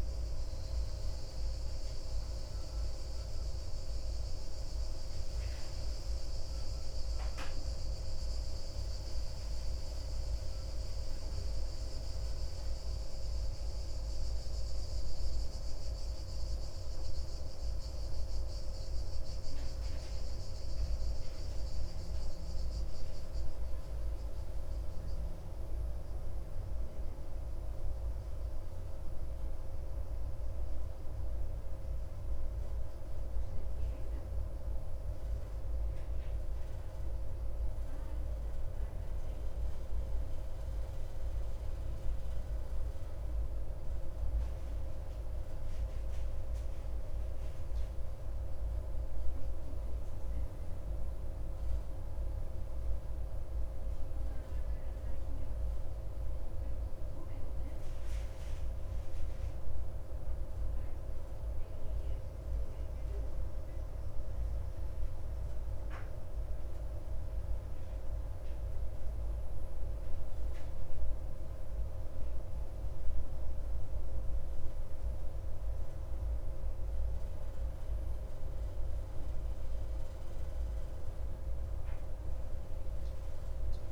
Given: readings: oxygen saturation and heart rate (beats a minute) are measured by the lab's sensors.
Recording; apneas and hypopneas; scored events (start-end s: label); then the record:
breathing in sleep, hard to hear, by a room microphone; none
none scored
From the record:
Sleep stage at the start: N2 (light sleep); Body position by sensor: on the back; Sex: male